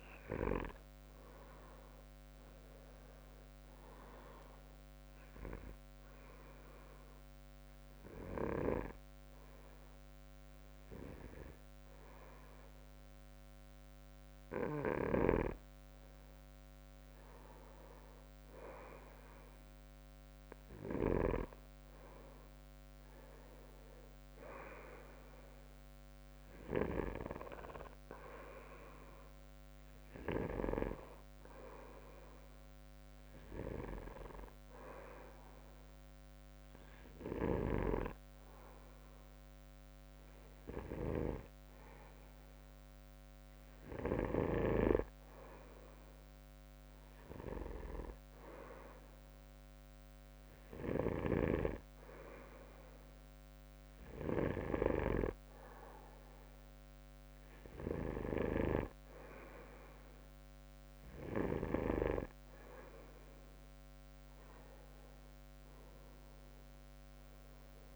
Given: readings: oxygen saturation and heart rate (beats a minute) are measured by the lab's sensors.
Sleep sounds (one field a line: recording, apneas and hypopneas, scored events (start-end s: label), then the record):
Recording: breathing in sleep by a microphone on the trachea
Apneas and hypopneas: 1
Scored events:
4.50-15.50 s: obstructive apnea (oxygen 97% before, 95% lowest, heart rate 70 before, 65 extreme, up 5 after)
17.50-20.50 s: arousal
64.00-67.96 s: arousal
From the record:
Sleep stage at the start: N2 (light sleep)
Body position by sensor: on the back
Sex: male